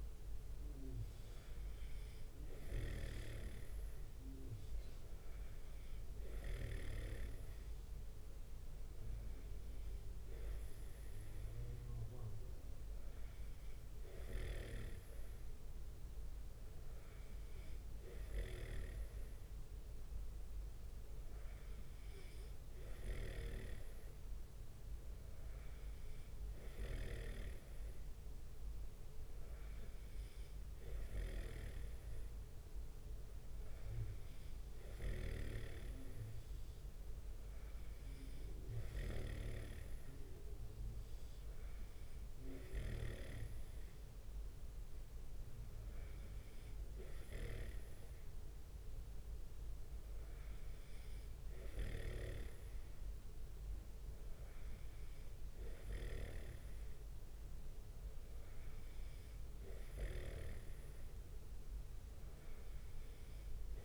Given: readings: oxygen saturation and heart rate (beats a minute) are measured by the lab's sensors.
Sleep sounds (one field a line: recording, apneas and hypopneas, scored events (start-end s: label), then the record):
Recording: breathing in sleep by a room microphone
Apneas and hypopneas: none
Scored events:
3.00-7.50 s: snoring (device-marked)
14.50-24.00 s: snoring (device-marked)
31.50-43.50 s: snoring (device-marked)
60.50-63.85 s: snoring (device-marked)
From the record:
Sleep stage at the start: N2 (light sleep)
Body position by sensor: on the right side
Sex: male